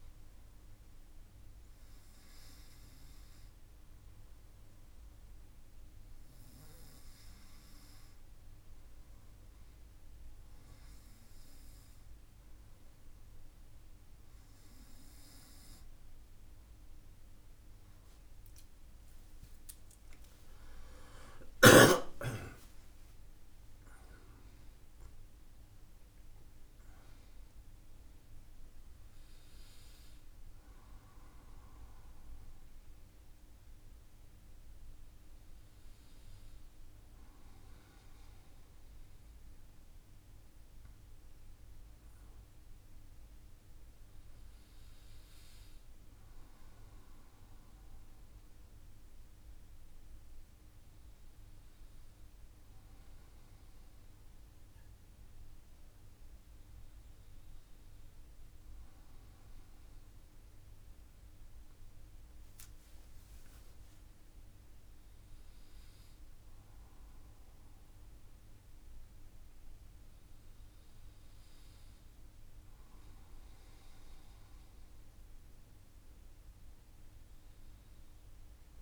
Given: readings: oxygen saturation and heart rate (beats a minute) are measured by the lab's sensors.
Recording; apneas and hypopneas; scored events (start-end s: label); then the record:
breathing in sleep, hard to hear, by a room microphone; none
17.50-22.50 s: arousal
30.00-78.82 s: new sleep stage, N1 (lightest sleep)
From the record:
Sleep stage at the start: N2 (light sleep); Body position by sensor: on the front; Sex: male